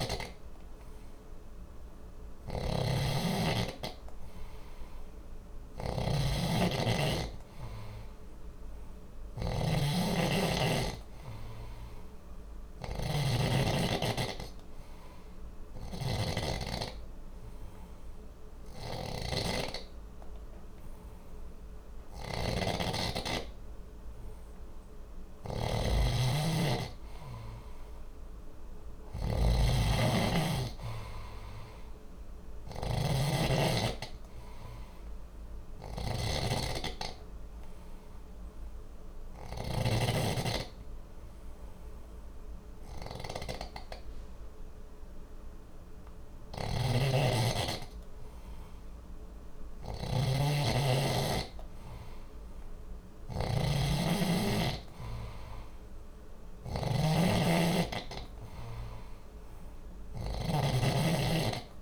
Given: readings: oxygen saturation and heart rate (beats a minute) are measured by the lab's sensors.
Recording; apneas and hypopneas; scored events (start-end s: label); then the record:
breathing in sleep by a room microphone; 2
0.00-12.00 s: oxygen desaturation (device-marked, oxygen 92% lowest, heart rate 60 extreme)
0.00-39.50 s: snoring (device-marked)
15.50-25.50 s: obstructive apnea (oxygen 95% before, 91% lowest, heart rate 60 before, 59 extreme, up 2 after)
27.50-31.00 s: arousal
35.50-46.50 s: obstructive apnea (oxygen 95% before, 91% lowest, heart rate 61 before, 60 extreme, up 1 after)
46.00-61.82 s: snoring (device-marked)
49.00-53.00 s: arousal
54.00-61.82 s: oxygen desaturation (device-marked, oxygen 94% before, 91% lowest, heart rate 60 before, 60 extreme)
From the record:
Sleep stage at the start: N2 (light sleep); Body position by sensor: on the left side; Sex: male